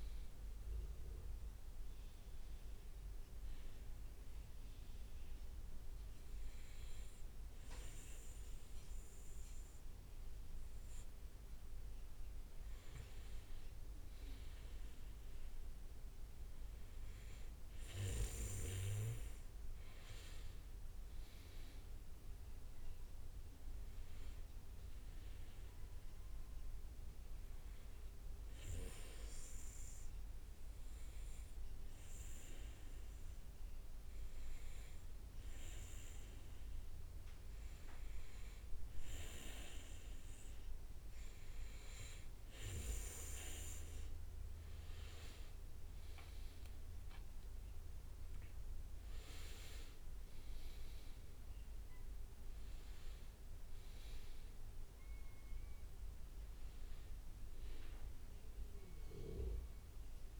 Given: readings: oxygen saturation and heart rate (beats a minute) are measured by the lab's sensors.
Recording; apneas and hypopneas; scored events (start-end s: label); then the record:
breathing in sleep by a room microphone; 2
0.50-60.40 s: new sleep stage, N2 (light sleep)
1.50-12.00 s: hypopnea (oxygen 99% before, 95% lowest, heart rate 63 before, 63 extreme, up 5 after)
16.00-20.00 s: arousal
27.50-40.00 s: hypopnea (oxygen 98% before, 94% lowest, heart rate 67 before, 61 extreme, up 5 after)
49.50-53.50 s: arousal
From the record:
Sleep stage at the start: N1 (lightest sleep); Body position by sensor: on the back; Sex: male